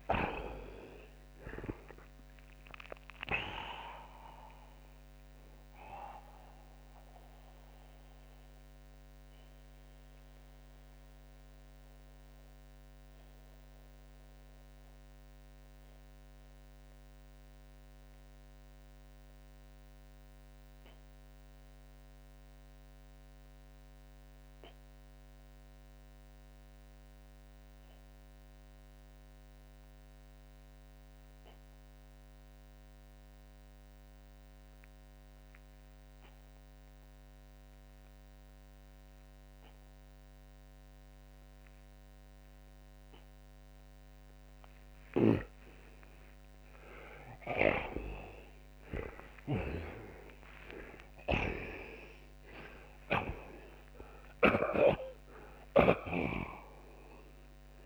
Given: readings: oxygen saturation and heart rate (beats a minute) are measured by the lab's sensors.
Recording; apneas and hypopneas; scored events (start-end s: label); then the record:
breathing in sleep by a microphone on the trachea; 1
6.50-44.00 s: mixed apnea (oxygen 94% before, 74% lowest)
33.00-39.00 s: oxygen desaturation (device-marked, oxygen 88% before, 85% lowest)
47.00-54.00 s: arousal
47.00-54.50 s: snoring (device-marked)
55.00-57.86 s: oxygen desaturation (device-marked, oxygen 92% before, 81% lowest)
From the record:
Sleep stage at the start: REM sleep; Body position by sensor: on the back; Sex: male